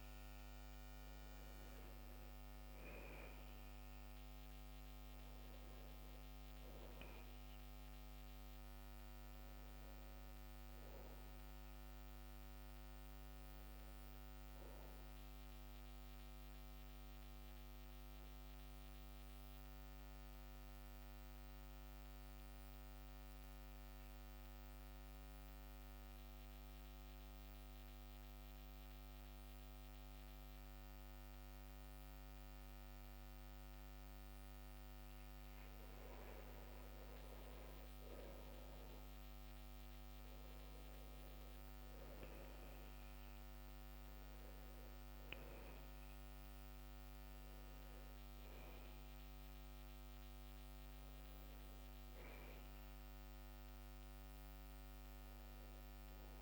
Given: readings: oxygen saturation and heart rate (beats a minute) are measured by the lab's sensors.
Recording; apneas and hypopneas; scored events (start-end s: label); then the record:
breathing in sleep, hard to hear, by a microphone on the trachea; 1
19.50-35.00 s: mixed apnea (oxygen 95% before, 91% lowest, heart rate 70 before, 59 extreme, up 14 after)
37.00-41.00 s: arousal
51.00-56.42 s: oxygen desaturation (device-marked, oxygen 97% before, 93% lowest, heart rate 68 before, 63 extreme)
From the record:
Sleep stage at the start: N2 (light sleep); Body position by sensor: on the back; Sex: male